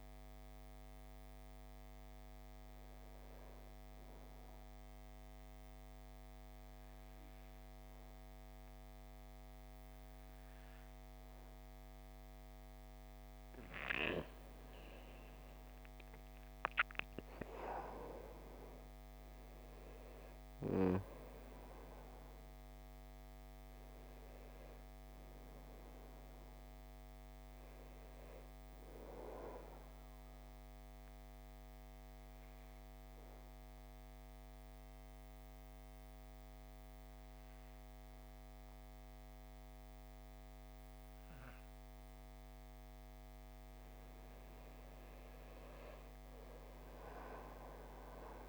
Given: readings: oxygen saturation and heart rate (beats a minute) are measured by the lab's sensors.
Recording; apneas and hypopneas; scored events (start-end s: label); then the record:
breathing in sleep by a microphone on the trachea; 2
0.00-4.50 s: oxygen desaturation (device-marked, oxygen 88% lowest, heart rate 52 extreme)
4.50-14.50 s: obstructive apnea (oxygen 96% before, 89% lowest, heart rate 59 before, 52 extreme, up 12 after)
17.50-22.00 s: arousal
19.50-37.50 s: oxygen desaturation (device-marked, oxygen 97% before, 89% lowest, heart rate 56 before, 51 extreme)
30.00-42.50 s: obstructive apnea (oxygen 97% before, 85% lowest, heart rate 61 before, 51 extreme, up 9 after)
45.00-48.49 s: arousal
From the record:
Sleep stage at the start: N2 (light sleep); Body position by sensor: on the back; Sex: male